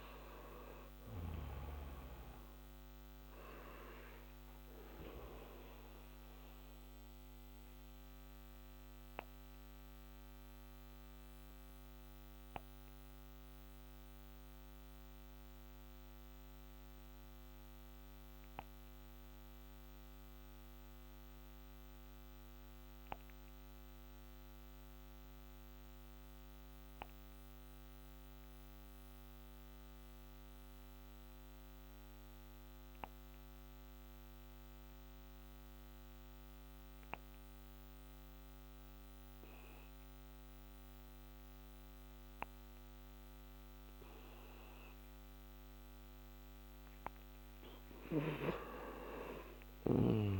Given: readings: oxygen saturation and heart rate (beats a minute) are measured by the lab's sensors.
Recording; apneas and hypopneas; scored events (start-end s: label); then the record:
breathing in sleep by a microphone on the trachea; 1
0.00-22.00 s: oxygen desaturation (device-marked, oxygen 88% lowest, heart rate 54 extreme)
8.50-44.00 s: obstructive apnea (oxygen 97% before, 88% lowest, heart rate 69 before, 54 extreme, up 19 after)
42.00-50.40 s: oxygen desaturation (device-marked, oxygen 97% before, 88% lowest, heart rate 61 before, 56 extreme)
49.00-50.40 s: arousal
From the record:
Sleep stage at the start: N2 (light sleep); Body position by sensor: on the back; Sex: male